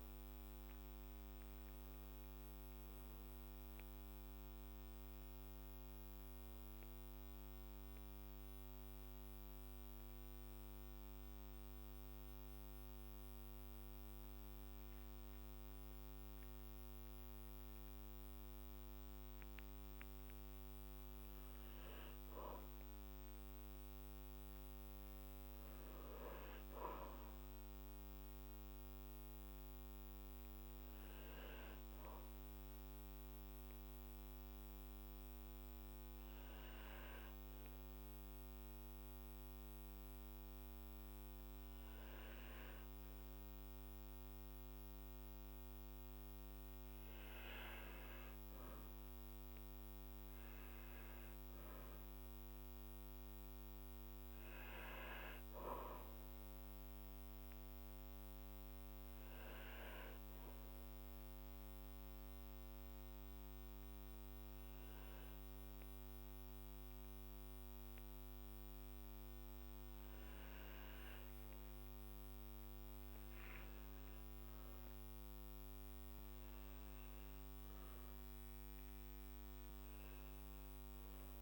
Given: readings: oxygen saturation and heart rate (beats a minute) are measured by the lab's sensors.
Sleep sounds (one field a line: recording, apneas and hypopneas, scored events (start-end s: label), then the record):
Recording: breathing in sleep, hard to hear, by a microphone on the trachea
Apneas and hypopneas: 3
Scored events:
6.50-20.00 s: mixed apnea (oxygen 99% before, 96% lowest, heart rate 62 before, 56 extreme, up 2 after)
22.50-26.50 s: arousal
31.50-46.00 s: obstructive apnea (oxygen 99% before, 97% lowest, heart rate 56 before, 56 extreme, up 5 after)
48.00-52.50 s: arousal
57.00-72.00 s: obstructive apnea (oxygen 99% before, 97% lowest, heart rate 58 before, 57 extreme, up 3 after)
60.00-81.42 s: new sleep stage, N1 (lightest sleep)
74.00-79.00 s: arousal
From the record:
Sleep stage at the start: N2 (light sleep)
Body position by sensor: on the back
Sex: male